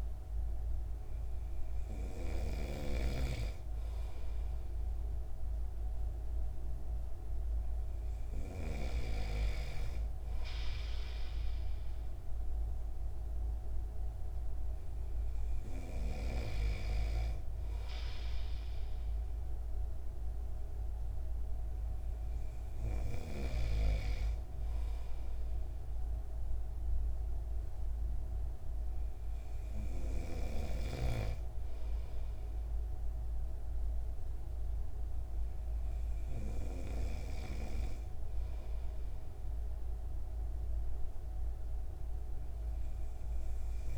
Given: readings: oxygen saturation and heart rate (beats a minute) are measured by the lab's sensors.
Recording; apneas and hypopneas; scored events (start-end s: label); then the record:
breathing in sleep by a room microphone; none
2.50-9.00 s: snoring (device-marked)
From the record:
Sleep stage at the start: N2 (light sleep); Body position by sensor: on the right side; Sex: male